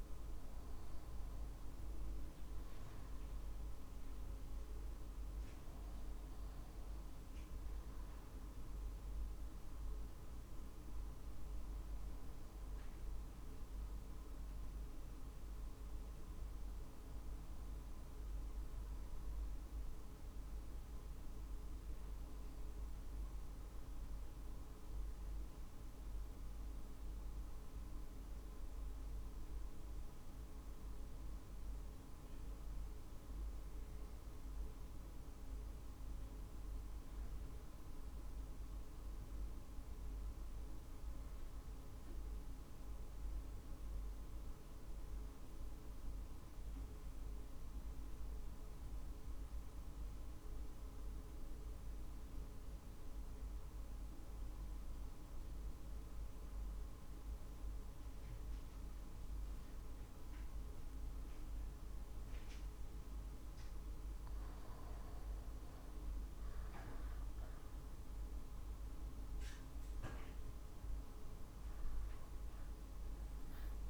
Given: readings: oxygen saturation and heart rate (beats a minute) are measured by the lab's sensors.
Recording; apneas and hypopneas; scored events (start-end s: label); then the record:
breathing in sleep, hard to hear, by a room microphone; 1
0.00-12.50 s: drop in pulse transit time (device-marked, heart rate 46 extreme)
21.50-61.50 s: obstructive apnea (oxygen 94% before, 86% lowest, heart rate 47 before, 46 extreme, up 4 after)
63.50-67.50 s: arousal
66.50-73.90 s: oxygen desaturation (device-marked, oxygen 94% before, 91% lowest, heart rate 47 before, 48 extreme)
67.50-68.50 s: drop in pulse transit time (device-marked, heart rate 47 before, 50 extreme)
72.50-73.90 s: drop in pulse transit time (device-marked, heart rate 48 before, 50 extreme)
From the record:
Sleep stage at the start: REM sleep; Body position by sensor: on the back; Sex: male